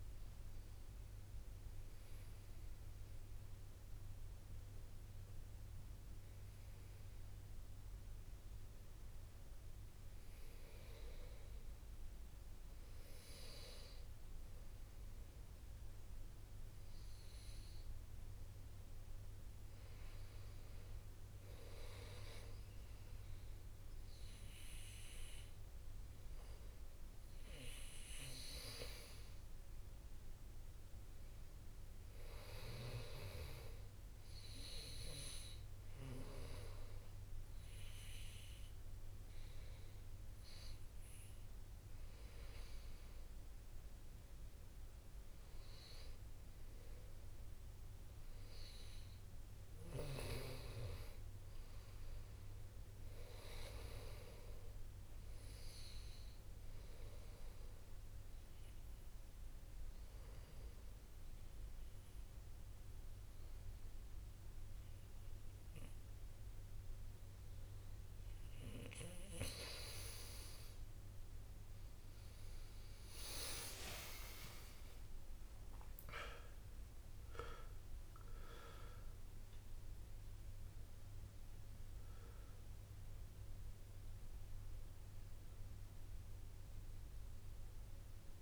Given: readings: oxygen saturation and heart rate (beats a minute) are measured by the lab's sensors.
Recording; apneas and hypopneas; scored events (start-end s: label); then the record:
breathing in sleep by a room microphone; 2
0.00-4.00 s: arousal
28.50-31.50 s: arousal
33.50-44.50 s: hypopnea (oxygen 98% before, 94% lowest)
46.00-49.50 s: arousal
58.00-69.00 s: obstructive apnea (oxygen 97% before, 94% lowest)
71.00-75.00 s: arousal
77.50-88.42 s: oxygen desaturation (device-marked, oxygen 98% before, 94% lowest)
From the record:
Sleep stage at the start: N2 (light sleep); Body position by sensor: on the back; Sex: male